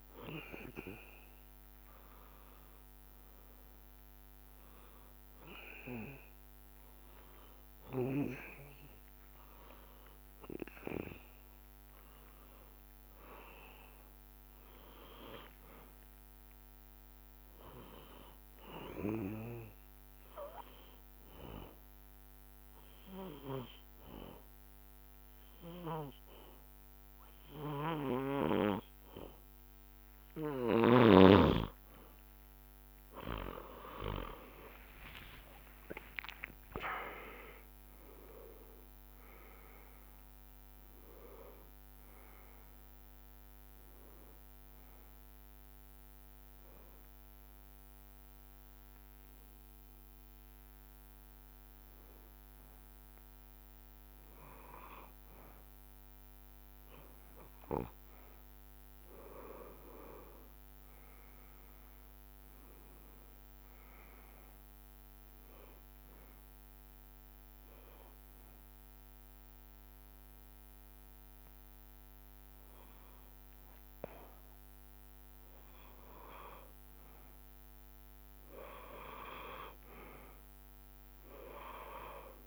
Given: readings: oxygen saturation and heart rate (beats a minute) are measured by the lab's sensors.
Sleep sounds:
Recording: breathing in sleep by a microphone on the trachea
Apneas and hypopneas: 3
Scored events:
21.00-32.00 s: obstructive apnea (oxygen 96% before, 89% lowest, heart rate 62 before, 60 extreme, up 41 after)
34.50-36.50 s: long interval between heartbeats (device-marked, heart rate 62 before, 70 extreme)
34.50-40.00 s: arousal
36.00-49.00 s: drop in pulse transit time (device-marked, heart rate 63 before, 62 extreme)
36.00-60.00 s: oxygen desaturation (device-marked, oxygen 95% before, 89% lowest, heart rate 63 before, 60 extreme)
44.50-55.50 s: hypopnea (oxygen 95% before, 89% lowest, heart rate 75 before, 60 extreme, up 9 after)
58.50-62.50 s: arousal
68.00-78.00 s: hypopnea (oxygen 98% before, 94% lowest, heart rate 64 before, 61 extreme, up 3 after)
80.50-82.47 s: arousal
From the record:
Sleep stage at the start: N2 (light sleep)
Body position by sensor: on the back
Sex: male

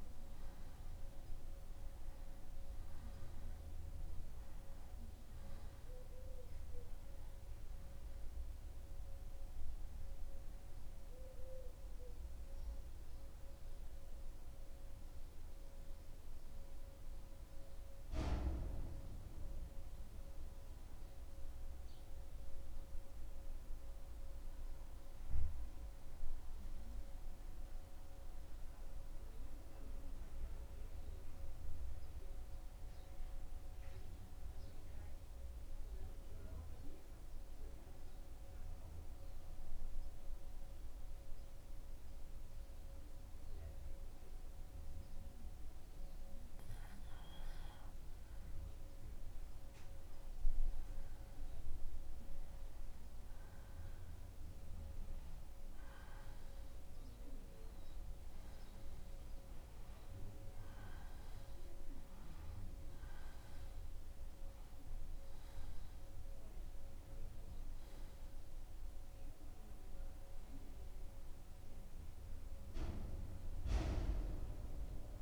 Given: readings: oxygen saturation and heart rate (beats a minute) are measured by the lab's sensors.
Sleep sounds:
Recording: breathing in sleep, hard to hear, by a room microphone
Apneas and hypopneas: 1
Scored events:
21.50-46.50 s: mixed apnea (oxygen 96% before, 89% lowest, heart rate 77 before, 76 extreme, up 1 after)
36.50-52.50 s: oxygen desaturation (device-marked, oxygen 96% before, 89% lowest, heart rate 76 before, 76 extreme)
52.00-56.50 s: arousal
From the record:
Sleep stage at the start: N2 (light sleep)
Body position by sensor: on the back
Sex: male

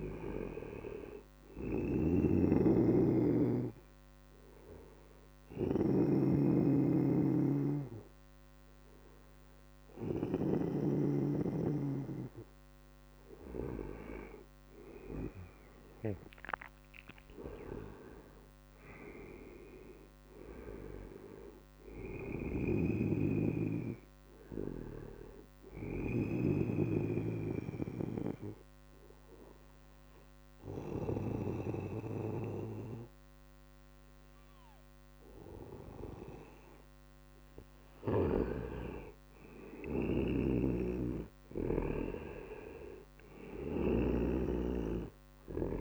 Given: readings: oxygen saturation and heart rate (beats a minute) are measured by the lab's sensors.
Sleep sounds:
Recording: breathing in sleep by a microphone on the trachea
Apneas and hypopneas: 2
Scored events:
2.00-10.50 s: snoring (device-marked)
2.00-13.50 s: obstructive apnea (oxygen 96% before, 91% lowest, heart rate 82 before, 79 extreme, up 4 after)
3.00-21.00 s: oxygen desaturation (device-marked, oxygen 96% before, 91% lowest, heart rate 82 before, 79 extreme)
16.50-20.50 s: arousal
25.50-36.00 s: obstructive apnea (oxygen 96% before, 92% lowest, heart rate 82 before, 79 extreme, up 1 after)
38.00-41.50 s: arousal
From the record:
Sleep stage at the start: N2 (light sleep)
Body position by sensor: on the right side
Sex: male

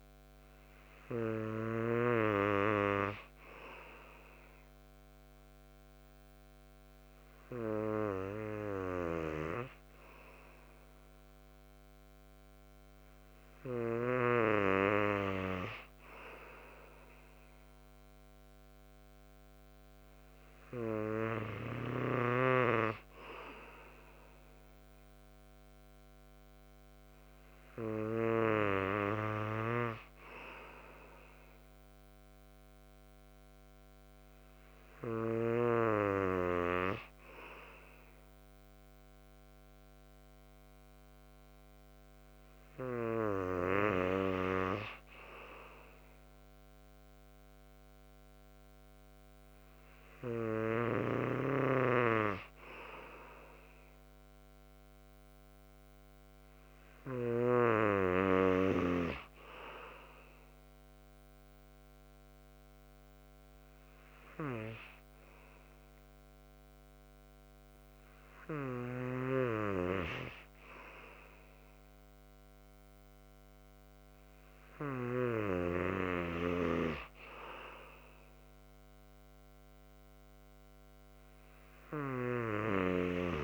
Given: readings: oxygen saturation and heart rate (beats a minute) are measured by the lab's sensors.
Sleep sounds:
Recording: breathing in sleep by a microphone on the trachea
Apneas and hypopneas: none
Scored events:
none scored
From the record:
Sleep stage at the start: N3 (deep sleep)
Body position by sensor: on the right side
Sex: male

